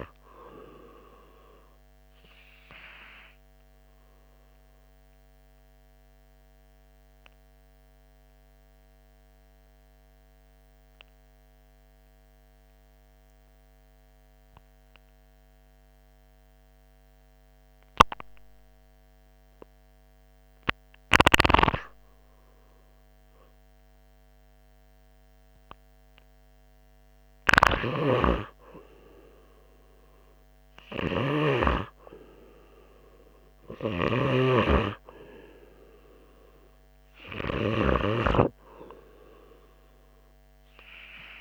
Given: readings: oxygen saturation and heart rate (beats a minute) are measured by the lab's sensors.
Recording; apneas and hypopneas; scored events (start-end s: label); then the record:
breathing in sleep by a microphone on the trachea; 1
2.00-26.50 s: obstructive apnea (oxygen 100% before, 95% lowest, heart rate 85 before, 75 extreme)
28.00-38.50 s: snoring (device-marked)
28.50-32.00 s: arousal
From the record:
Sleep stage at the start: REM sleep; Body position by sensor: on the right side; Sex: male